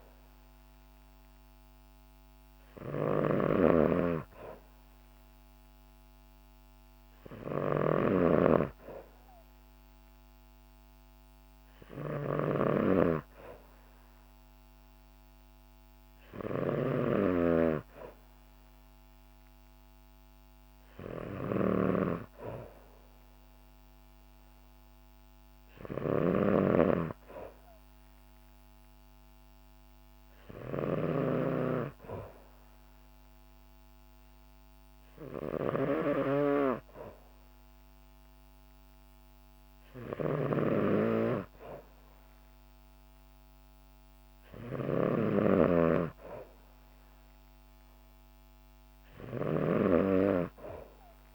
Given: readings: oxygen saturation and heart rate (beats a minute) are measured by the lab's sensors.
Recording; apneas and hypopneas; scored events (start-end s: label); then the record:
breathing in sleep by a microphone on the trachea; none
0.00-51.35 s: snoring (device-marked)
From the record:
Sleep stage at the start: N2 (light sleep); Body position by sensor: on the back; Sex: female